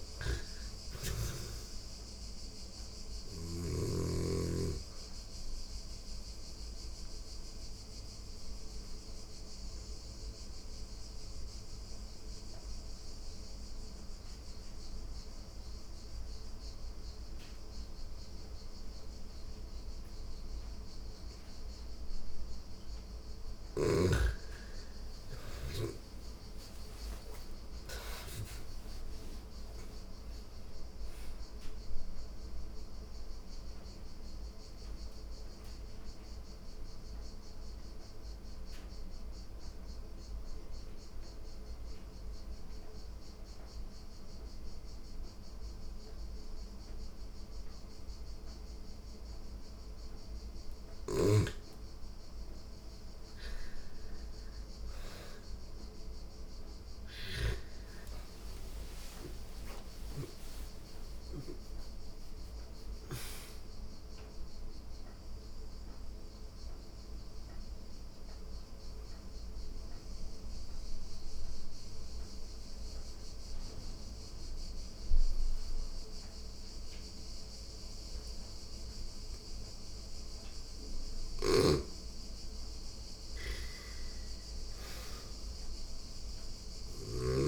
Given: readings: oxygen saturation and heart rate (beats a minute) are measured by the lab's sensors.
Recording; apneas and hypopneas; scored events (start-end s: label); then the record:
breathing in sleep by a room microphone; 3
0.00-3.00 s: snoring (device-marked)
0.00-13.00 s: oxygen desaturation (device-marked, oxygen 88% lowest, heart rate 85 extreme)
3.50-22.00 s: obstructive apnea (oxygen 99% before, 85% lowest, heart rate 86 before, 84 extreme, up 7 after)
24.00-28.50 s: arousal
26.00-45.00 s: oxygen desaturation (device-marked, oxygen 97% before, 85% lowest, heart rate 87 before, 84 extreme)
34.50-52.00 s: mixed apnea (oxygen 97% before, 85% lowest, heart rate 89 before, 84 extreme, up 23 after)
50.00-56.50 s: snoring (device-marked)
55.50-61.00 s: arousal
57.00-74.00 s: oxygen desaturation (device-marked, oxygen 99% before, 87% lowest, heart rate 85 before, 85 extreme)
65.00-81.00 s: obstructive apnea (oxygen 99% before, 87% lowest, heart rate 93 before, 84 extreme, up 3 after)
80.50-86.50 s: snoring (device-marked)
81.00-87.48 s: oxygen desaturation (device-marked, oxygen 99% before, 87% lowest, heart rate 92 before, 83 extreme)
82.50-86.00 s: arousal
From the record:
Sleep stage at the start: N2 (light sleep); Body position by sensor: on the back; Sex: female